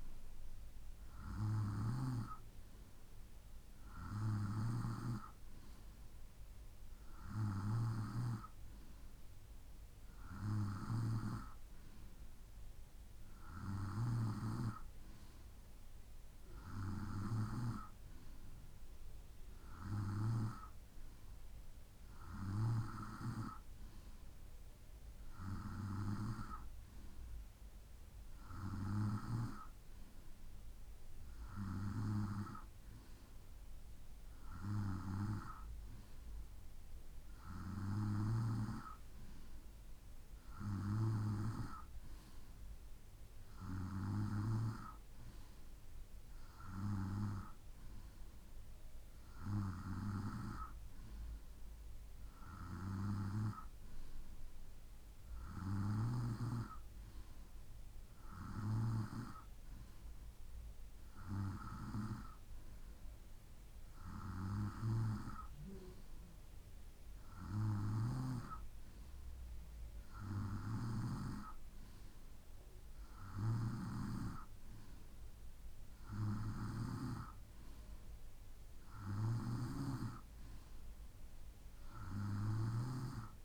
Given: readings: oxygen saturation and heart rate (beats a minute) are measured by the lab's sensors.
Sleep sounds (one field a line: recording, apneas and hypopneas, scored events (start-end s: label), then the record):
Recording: breathing in sleep by a room microphone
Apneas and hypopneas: none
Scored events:
none scored
From the record:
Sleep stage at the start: N2 (light sleep)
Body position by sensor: on the right side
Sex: male